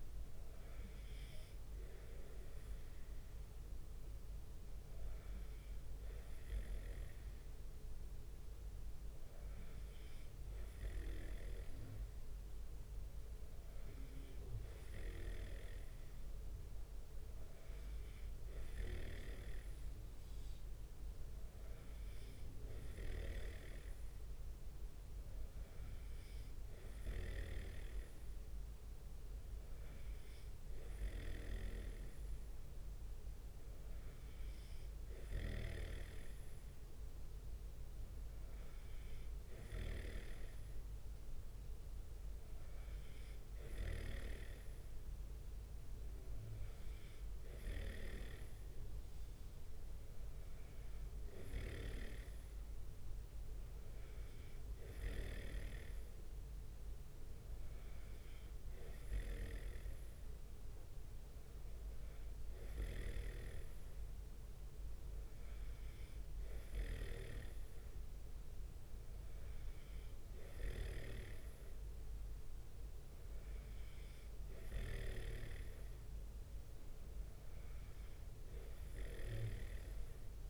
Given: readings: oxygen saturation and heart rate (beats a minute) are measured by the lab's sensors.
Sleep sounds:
breathing in sleep by a room microphone; none
23.50-44.50 s: snoring (device-marked)
52.00-68.00 s: snoring (device-marked)
58.00-59.00 s: leg movement (device-marked)
61.50-63.00 s: leg movement (device-marked)
78.50-80.50 s: leg movement (device-marked)
From the record:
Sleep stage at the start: N2 (light sleep); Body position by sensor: on the right side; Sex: male

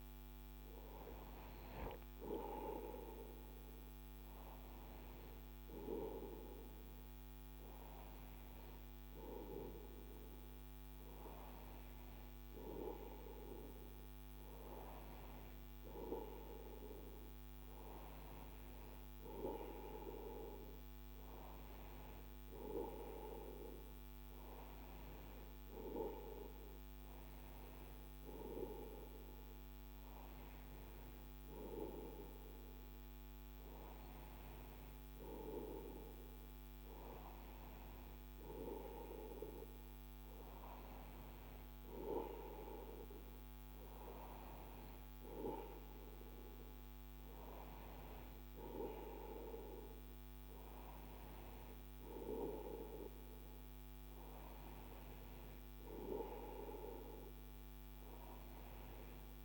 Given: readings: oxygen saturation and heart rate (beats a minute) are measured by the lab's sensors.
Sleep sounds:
breathing in sleep by a microphone on the trachea; none
none scored
From the record:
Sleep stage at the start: N2 (light sleep); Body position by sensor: on the right side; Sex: male

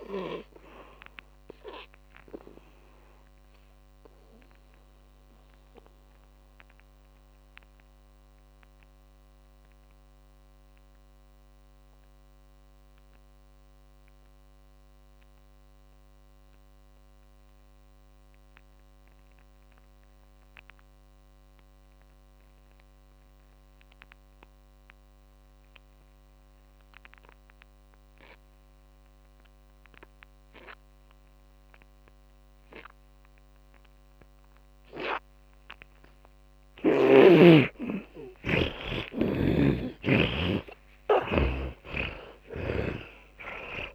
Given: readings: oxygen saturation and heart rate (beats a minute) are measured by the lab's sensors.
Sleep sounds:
breathing in sleep by a microphone on the trachea; 1
0.00-26.00 s: oxygen desaturation (device-marked, oxygen 76% lowest, heart rate 47 extreme)
4.00-36.00 s: mixed apnea (oxygen 100% before, 76% lowest, heart rate 65 before, 47 extreme, up 20 after)
37.00-43.95 s: oxygen desaturation (device-marked, oxygen 100% before, 76% lowest, heart rate 52 before, 46 extreme)
38.00-42.50 s: arousal
39.50-43.95 s: snoring (device-marked)
From the record:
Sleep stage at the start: N2 (light sleep); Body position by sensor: on the back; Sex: male

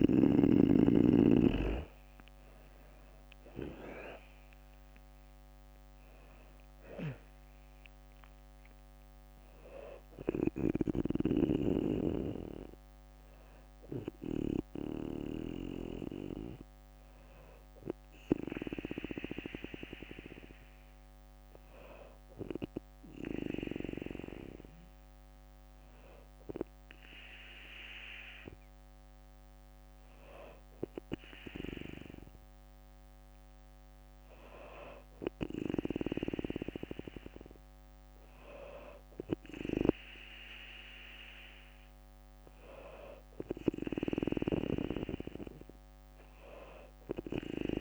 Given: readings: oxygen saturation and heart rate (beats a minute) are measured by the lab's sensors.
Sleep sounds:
breathing in sleep by a microphone on the trachea; 1
1.00-7.00 s: oxygen desaturation (device-marked, oxygen 97% before, 94% lowest, heart rate 61 before, 58 extreme)
5.00-17.00 s: drop in pulse transit time (device-marked, heart rate 61 before, 61 extreme)
16.00-30.00 s: bradycardia (device-marked, heart rate 64 before, 58 extreme)
16.50-19.00 s: arousal
21.50-32.50 s: hypopnea (oxygen 97% before, 91% lowest, heart rate 65 before, 58 extreme, up 4 after)
35.00-37.50 s: arousal
38.00-47.81 s: oxygen desaturation (device-marked, oxygen 97% before, 94% lowest, heart rate 59 before, 61 extreme)
From the record:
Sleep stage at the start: N2 (light sleep); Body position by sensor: on the back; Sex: female

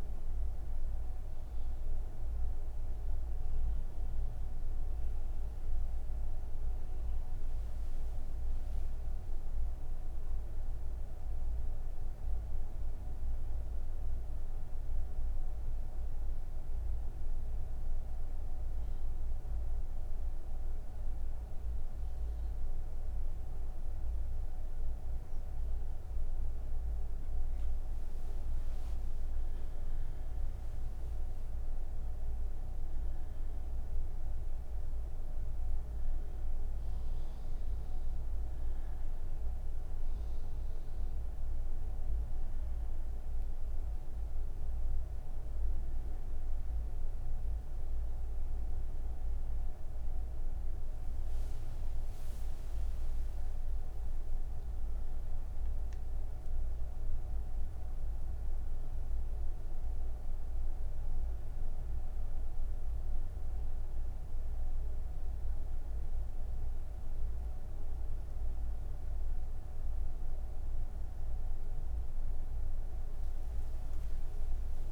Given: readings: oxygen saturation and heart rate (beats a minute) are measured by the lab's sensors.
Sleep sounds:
breathing in sleep, hard to hear, by a room microphone; 1
13.50-27.00 s: obstructive apnea (oxygen 97% before, 95% lowest)
66.00-74.92 s: new sleep stage, N1 (lightest sleep)
From the record:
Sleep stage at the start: N3 (deep sleep); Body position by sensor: on the right side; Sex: female

